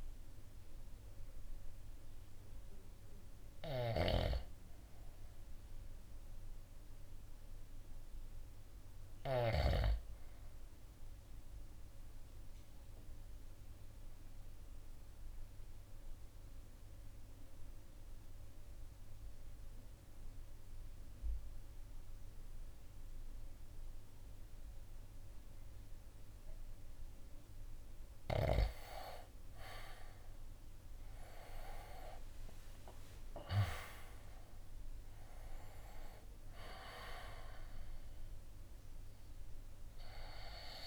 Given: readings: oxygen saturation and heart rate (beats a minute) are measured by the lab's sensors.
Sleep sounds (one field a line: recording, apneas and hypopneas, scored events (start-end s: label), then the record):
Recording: breathing in sleep by a room microphone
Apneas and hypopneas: 1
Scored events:
3.50-9.50 s: snoring (device-marked)
10.00-27.50 s: obstructive apnea (oxygen 99% before, 84% lowest, heart rate 59 before, 51 extreme, up 18 after)
18.50-40.87 s: oxygen desaturation (device-marked, oxygen 99% before, 84% lowest, heart rate 58 before, 51 extreme)
28.50-32.50 s: arousal
31.50-40.87 s: drop in pulse transit time (device-marked, heart rate 54 before, 55 extreme)
From the record:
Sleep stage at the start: REM sleep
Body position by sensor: on the right side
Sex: male